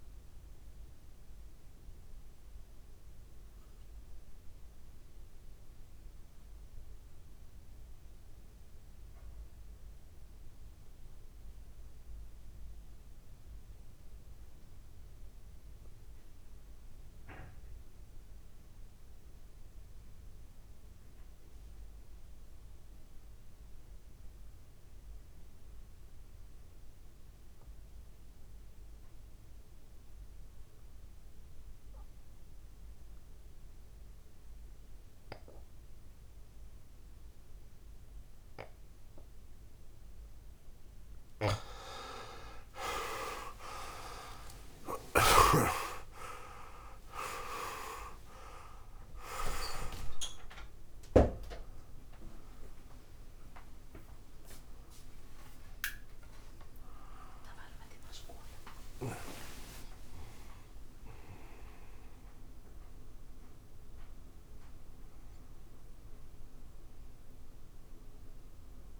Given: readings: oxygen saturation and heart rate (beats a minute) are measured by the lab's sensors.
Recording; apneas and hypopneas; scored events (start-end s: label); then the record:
breathing in sleep by a room microphone; 1
0.00-9.50 s: oxygen desaturation (device-marked, oxygen 85% lowest, heart rate 49 extreme)
0.50-39.50 s: mixed apnea (oxygen 99% before, 85% lowest, heart rate 61 before, 53 extreme, up 37 after)
24.50-69.00 s: oxygen desaturation (device-marked, oxygen 100% before, 86% lowest, heart rate 64 before, 53 extreme)
52.50-69.00 s: new sleep stage, awake
From the record:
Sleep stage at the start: REM sleep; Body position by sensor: on the right side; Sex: male